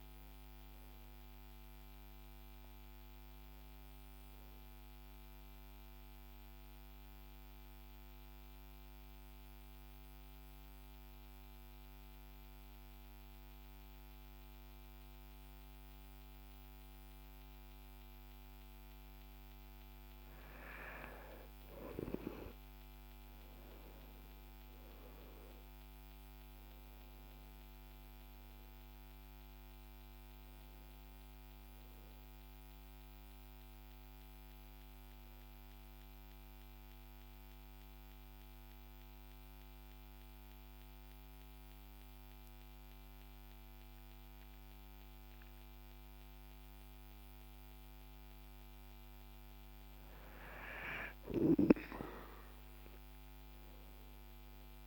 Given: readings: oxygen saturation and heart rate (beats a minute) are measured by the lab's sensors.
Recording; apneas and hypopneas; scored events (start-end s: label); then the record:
breathing in sleep by a microphone on the trachea; 2
8.00-20.00 s: central apnea (oxygen 97% before, 93% lowest, heart rate 55 before, 49 extreme, up 11 after)
24.50-29.50 s: arousal
35.50-48.50 s: mixed apnea (oxygen 97% before, 93% lowest, heart rate 54 before, 48 extreme, up 12 after)
52.50-54.87 s: arousal
From the record:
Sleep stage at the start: N2 (light sleep); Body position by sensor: on the right side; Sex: male